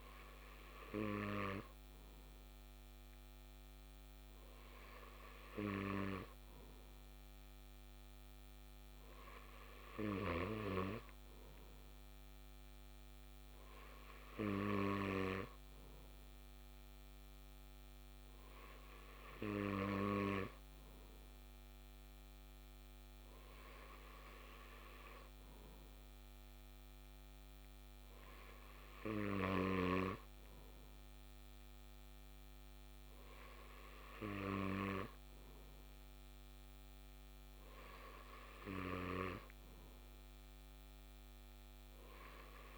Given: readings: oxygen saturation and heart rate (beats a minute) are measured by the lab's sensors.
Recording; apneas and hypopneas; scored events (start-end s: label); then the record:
breathing in sleep by a microphone on the trachea; none
none scored
From the record:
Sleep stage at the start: N2 (light sleep); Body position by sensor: on the left side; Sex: male